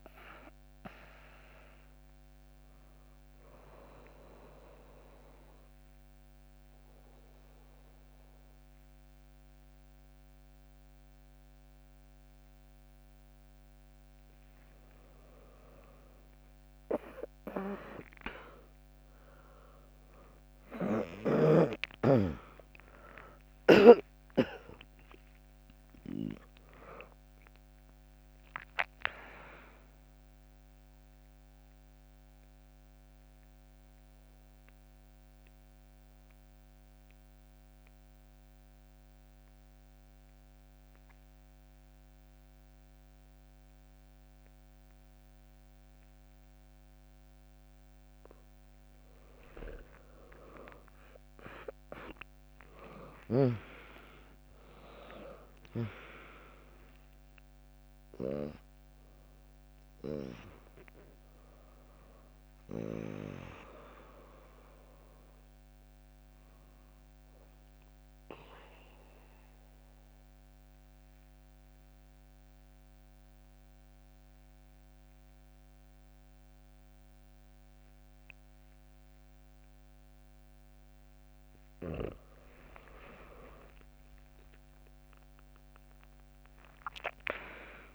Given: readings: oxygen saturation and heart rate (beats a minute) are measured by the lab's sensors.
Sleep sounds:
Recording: breathing in sleep by a microphone on the trachea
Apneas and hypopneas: 3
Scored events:
0.00-3.00 s: drop in pulse transit time (device-marked, heart rate 66 extreme)
0.00-7.00 s: oxygen desaturation (device-marked, oxygen 95% lowest, heart rate 60 extreme)
3.00-14.50 s: mixed apnea (oxygen 100% before, 96% lowest, heart rate 82 before, 60 extreme)
20.00-26.00 s: arousal
23.00-35.00 s: drop in pulse transit time (device-marked, heart rate 73 before, 64 extreme)
31.50-47.50 s: mixed apnea (oxygen 100% before, 97% lowest, heart rate 73 before, 58 extreme, up 6 after)
49.00-52.50 s: arousal
54.00-67.00 s: drop in pulse transit time (device-marked, heart rate 70 before, 63 extreme)
56.50-58.50 s: long interval between heartbeats (device-marked, heart rate 68 before, 74 extreme)
67.00-81.50 s: obstructive apnea (oxygen 100% before, 97% lowest, heart rate 74 before, 63 extreme, up 16 after)
83.50-87.95 s: arousal
85.00-87.95 s: drop in pulse transit time (device-marked, heart rate 74 before, 63 extreme)
From the record:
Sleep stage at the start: N2 (light sleep)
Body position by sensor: on the back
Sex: female

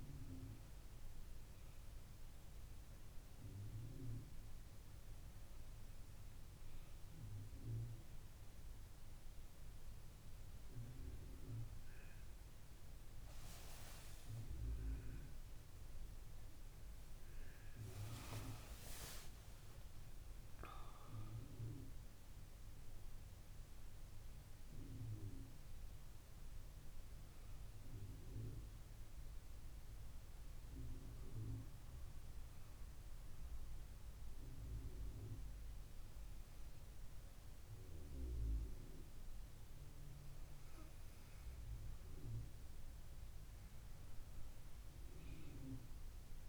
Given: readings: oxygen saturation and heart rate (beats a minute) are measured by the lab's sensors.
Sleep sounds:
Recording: breathing in sleep by a room microphone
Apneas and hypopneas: 1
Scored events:
18.50-23.50 s: arousal
27.50-46.49 s: new sleep stage, N2 (light sleep)
28.00-41.50 s: hypopnea (oxygen 98% before, 94% lowest, heart rate 72 before, 68 extreme, up 4 after)
43.50-46.49 s: arousal
From the record:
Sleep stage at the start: N1 (lightest sleep)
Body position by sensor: on the back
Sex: female

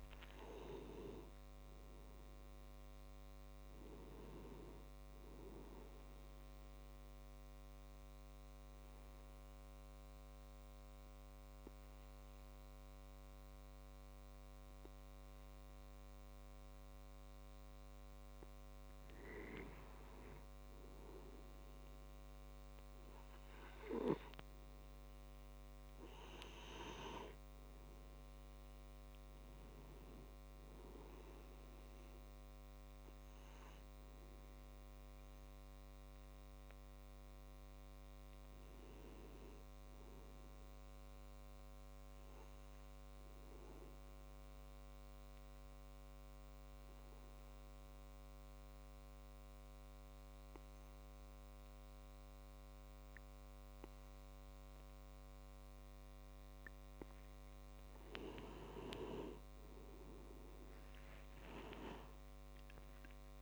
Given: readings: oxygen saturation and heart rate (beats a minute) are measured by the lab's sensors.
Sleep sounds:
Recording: a person partly awake in a sleep study, by a microphone on the trachea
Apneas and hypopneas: 2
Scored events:
6.50-18.50 s: obstructive apnea (oxygen 95% before, 88% lowest, heart rate 64 before, 53 extreme, up 18 after)
20.50-23.50 s: arousal
30.00-43.00 s: oxygen desaturation (device-marked, oxygen 95% before, 91% lowest, heart rate 62 before, 54 extreme)
43.00-57.00 s: obstructive apnea (oxygen 95% before, 88% lowest, heart rate 66 before, 54 extreme, up 41 after)
45.00-63.42 s: new sleep stage, awake
61.00-63.42 s: oxygen desaturation (device-marked, oxygen 96% before, 88% lowest, heart rate 56 before, 84 extreme)
From the record:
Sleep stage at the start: N2 (light sleep)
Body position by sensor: on the back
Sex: male

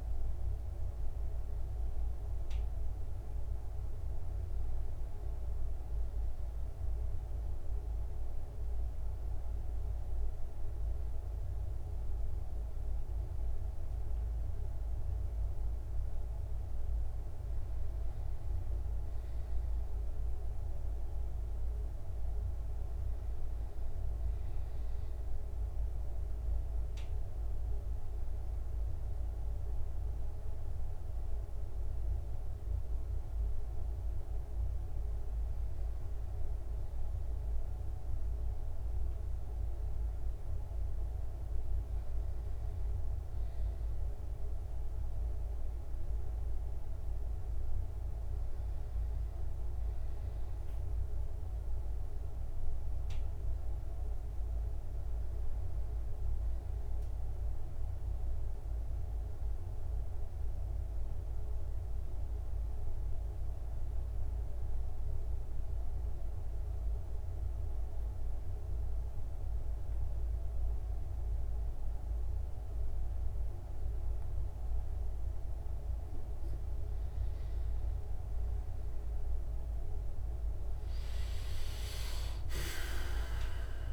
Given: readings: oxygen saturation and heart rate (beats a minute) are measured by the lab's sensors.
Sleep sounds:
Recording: breathing in sleep, hard to hear, by a room microphone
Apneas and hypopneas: 1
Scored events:
59.00-76.00 s: mixed apnea (oxygen 97% before, 94% lowest, heart rate 68 before, 66 extreme, up 3 after)
71.00-83.92 s: new sleep stage, awake
From the record:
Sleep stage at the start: N2 (light sleep)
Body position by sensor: on the back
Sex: male

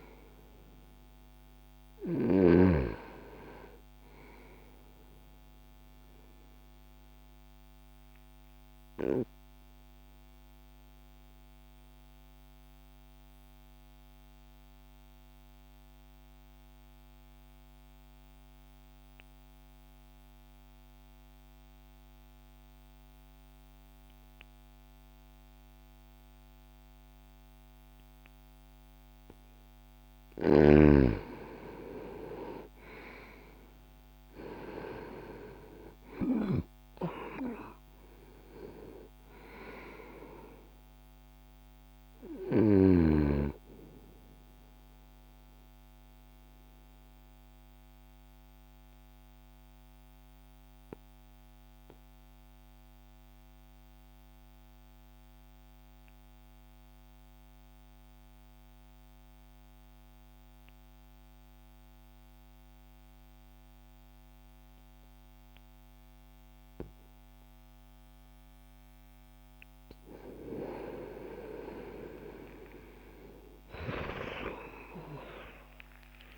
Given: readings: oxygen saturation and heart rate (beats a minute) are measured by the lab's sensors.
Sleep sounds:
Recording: breathing in sleep by a microphone on the trachea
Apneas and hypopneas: 2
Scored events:
0.00-22.50 s: oxygen desaturation (device-marked, oxygen 83% lowest, heart rate 60 extreme)
6.00-30.00 s: obstructive apnea (oxygen 98% before, 81% lowest, heart rate 63 before, 60 extreme, up 1 after)
32.00-36.00 s: arousal
32.50-59.50 s: oxygen desaturation (device-marked, oxygen 98% before, 81% lowest, heart rate 62 before, 60 extreme)
45.50-69.00 s: obstructive apnea (oxygen 98% before, 81% lowest, heart rate 62 before, 60 extreme, up 25 after)
66.50-76.38 s: oxygen desaturation (device-marked, oxygen 98% before, 84% lowest, heart rate 61 before, 61 extreme)
69.50-76.38 s: new sleep stage, awake
From the record:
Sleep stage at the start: N2 (light sleep)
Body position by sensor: on the right side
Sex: male

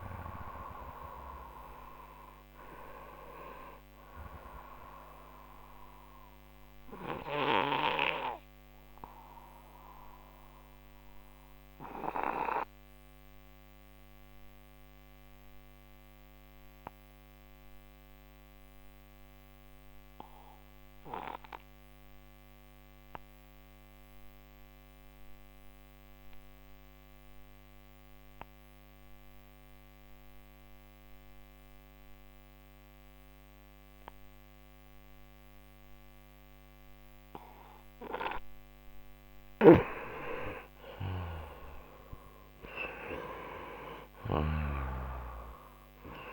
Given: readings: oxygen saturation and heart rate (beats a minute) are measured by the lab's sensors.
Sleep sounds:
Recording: breathing in sleep by a microphone on the trachea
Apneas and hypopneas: 1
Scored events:
5.50-38.50 s: obstructive apnea (oxygen 94% before, 89% lowest)
11.00-24.00 s: oxygen desaturation (device-marked, oxygen 93% before, 89% lowest)
40.00-44.50 s: arousal
40.00-46.33 s: oxygen desaturation (device-marked, oxygen 98% before, 90% lowest)
From the record:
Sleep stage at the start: N2 (light sleep)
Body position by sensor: on the right side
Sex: male

